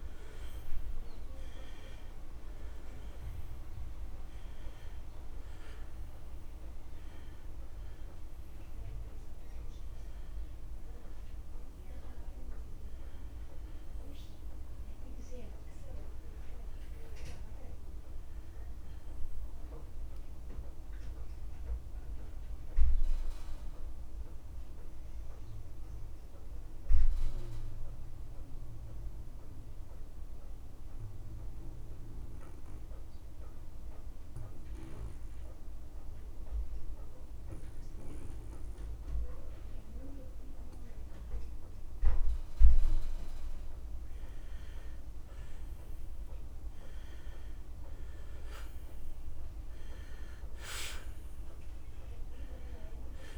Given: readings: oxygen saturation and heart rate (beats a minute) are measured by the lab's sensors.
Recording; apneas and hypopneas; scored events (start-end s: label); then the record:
breathing in sleep by a room microphone; 1
0.00-32.50 s: oxygen desaturation (device-marked, oxygen 74% lowest)
21.50-45.00 s: mixed apnea (oxygen 87% before, 74% lowest)
46.50-50.00 s: arousal
49.50-53.38 s: oxygen desaturation (device-marked, oxygen 99% before, 85% lowest)
From the record:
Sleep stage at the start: N2 (light sleep); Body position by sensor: on the back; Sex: male